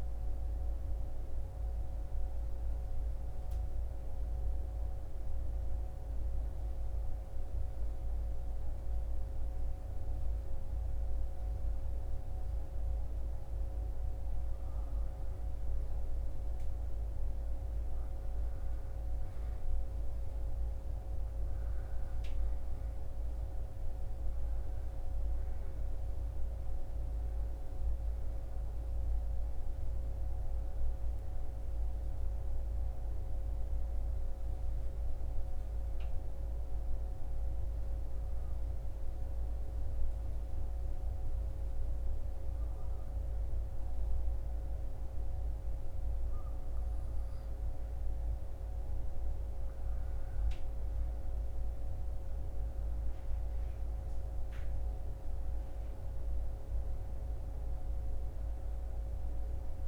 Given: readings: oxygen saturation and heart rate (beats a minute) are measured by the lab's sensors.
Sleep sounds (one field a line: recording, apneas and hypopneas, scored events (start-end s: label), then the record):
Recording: breathing in sleep, hard to hear, by a room microphone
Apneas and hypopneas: 2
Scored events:
3.00-16.00 s: obstructive apnea (oxygen 98% before, 95% lowest, heart rate 65 before, 62 extreme, up 4 after)
18.00-22.00 s: arousal
36.00-48.00 s: obstructive apnea (oxygen 98% before, 95% lowest, heart rate 65 before, 63 extreme, up 2 after)
50.50-55.00 s: arousal
From the record:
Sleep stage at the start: N2 (light sleep)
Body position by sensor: on the back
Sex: male